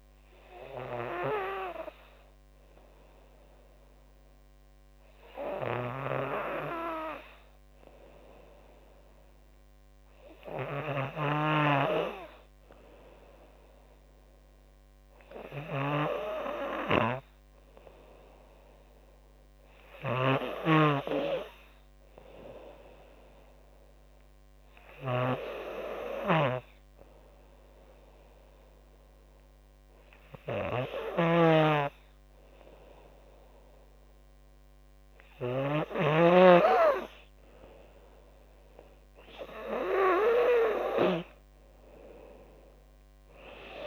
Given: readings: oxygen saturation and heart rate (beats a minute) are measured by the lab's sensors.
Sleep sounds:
breathing in sleep by a microphone on the trachea; none
19.50-25.00 s: snoring (device-marked)
31.00-36.00 s: snoring (device-marked)
42.00-43.87 s: drop in pulse transit time (device-marked, heart rate 82 before, 85 extreme)
From the record:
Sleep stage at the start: N2 (light sleep); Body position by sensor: on the left side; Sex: female

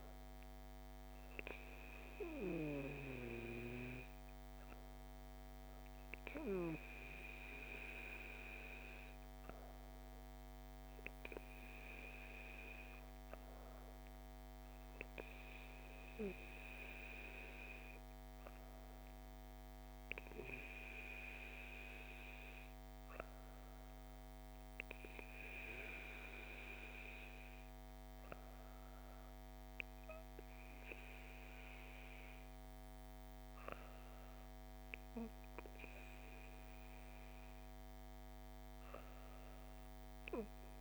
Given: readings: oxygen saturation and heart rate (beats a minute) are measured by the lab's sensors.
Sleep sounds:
breathing in sleep by a microphone on the trachea; none
none scored
From the record:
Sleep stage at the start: N2 (light sleep); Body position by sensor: on the back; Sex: female

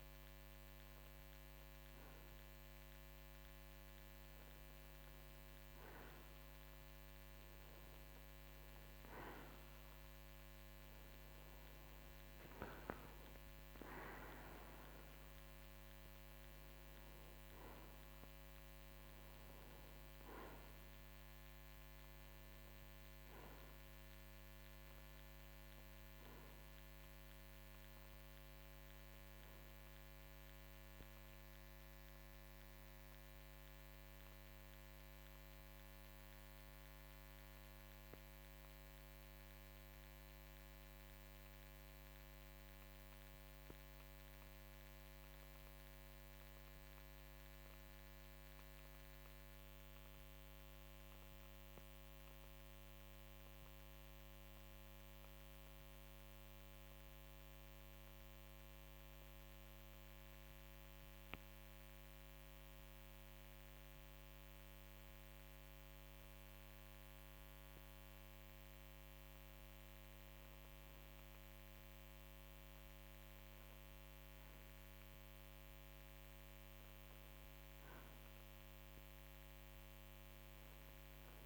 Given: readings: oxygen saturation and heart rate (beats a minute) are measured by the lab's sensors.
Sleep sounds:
breathing in sleep, hard to hear, by a microphone on the trachea; 1
2.50-8.00 s: arousal
40.00-68.50 s: mixed apnea (oxygen 95% before, 91% lowest, heart rate 56 before, 48 extreme, up 11 after)
75.50-81.00 s: arousal
From the record:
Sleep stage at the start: N2 (light sleep); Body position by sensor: on the right side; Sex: male

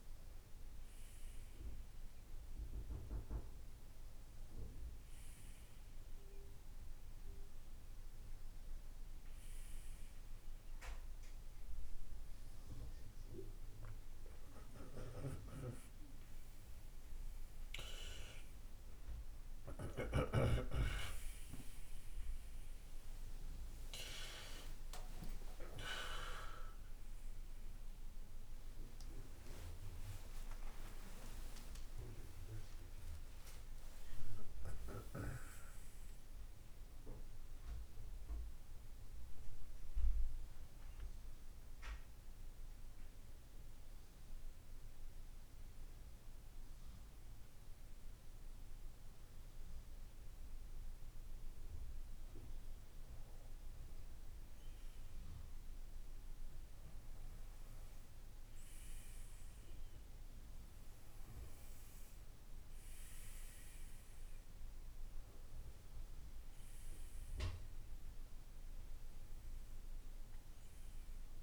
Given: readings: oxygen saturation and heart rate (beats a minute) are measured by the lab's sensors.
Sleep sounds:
breathing in sleep by a room microphone; none
14.50-16.50 s: long interval between heartbeats (device-marked, heart rate 56 before, 68 extreme)
14.50-20.00 s: snoring (device-marked)
16.00-18.00 s: tachycardia (device-marked, heart rate 56 before, 89 extreme)
17.50-19.50 s: long interval between heartbeats (device-marked, heart rate 58 before, 89 extreme)
25.00-27.00 s: long interval between heartbeats (device-marked, heart rate 74 before, 79 extreme)
25.50-31.00 s: arousal
From the record:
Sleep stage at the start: N2 (light sleep); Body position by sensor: on the right side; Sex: male

